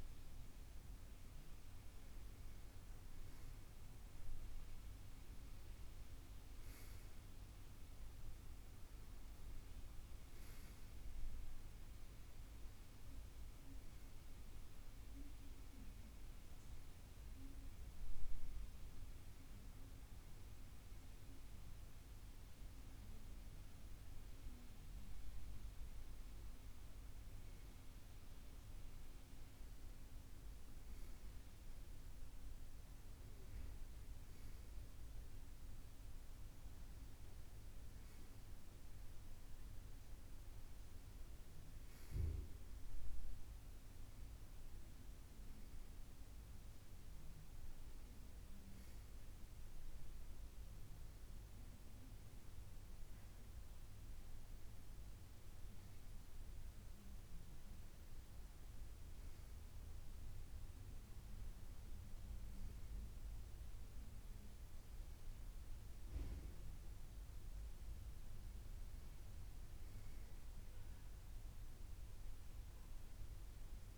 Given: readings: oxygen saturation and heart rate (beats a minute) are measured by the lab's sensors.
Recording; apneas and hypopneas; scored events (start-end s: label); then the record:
breathing in sleep, hard to hear, by a room microphone; none
50.00-73.98 s: new sleep stage, N2 (light sleep)
From the record:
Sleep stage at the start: N1 (lightest sleep); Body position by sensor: on the back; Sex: male